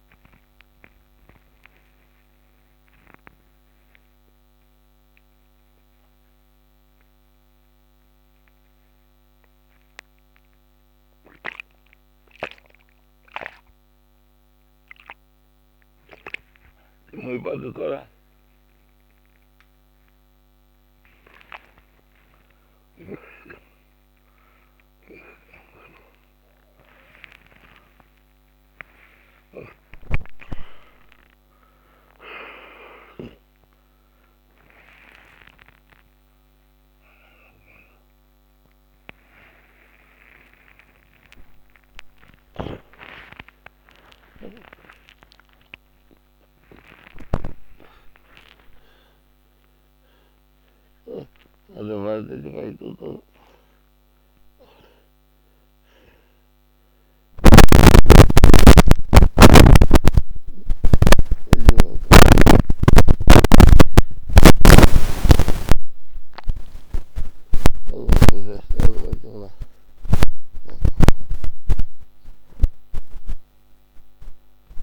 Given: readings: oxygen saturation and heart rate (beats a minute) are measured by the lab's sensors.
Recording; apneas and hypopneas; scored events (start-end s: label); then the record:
a person awake in a sleep study, by a microphone on the trachea; none
44.50-51.50 s: oxygen desaturation (device-marked, oxygen 96% before, 93% lowest)
From the record:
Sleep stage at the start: awake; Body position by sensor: upright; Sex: male